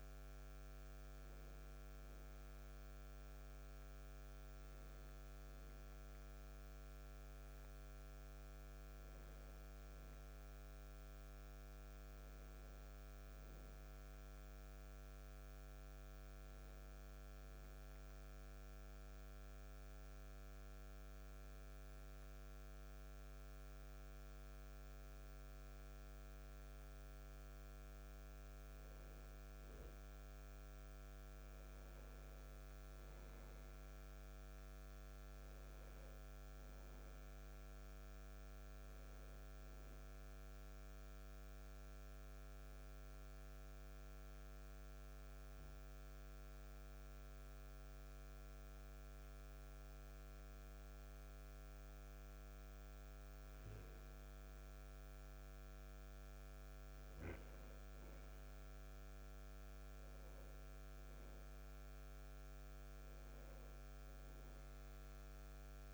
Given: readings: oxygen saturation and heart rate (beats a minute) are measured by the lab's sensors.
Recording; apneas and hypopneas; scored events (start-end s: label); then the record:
breathing in sleep, hard to hear, by a microphone on the trachea; 2
9.50-13.50 s: arousal
18.50-29.50 s: hypopnea (oxygen 97% before, 94% lowest, heart rate 66 before, 60 extreme, up 0 after)
31.50-35.00 s: arousal
43.00-56.00 s: oxygen desaturation (device-marked, oxygen 97% before, 94% lowest, heart rate 61 before, 60 extreme)
43.50-54.50 s: hypopnea (oxygen 97% before, 94% lowest, heart rate 61 before, 60 extreme, up 0 after)
60.00-64.00 s: arousal
From the record:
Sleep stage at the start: N1 (lightest sleep); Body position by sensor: on the back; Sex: male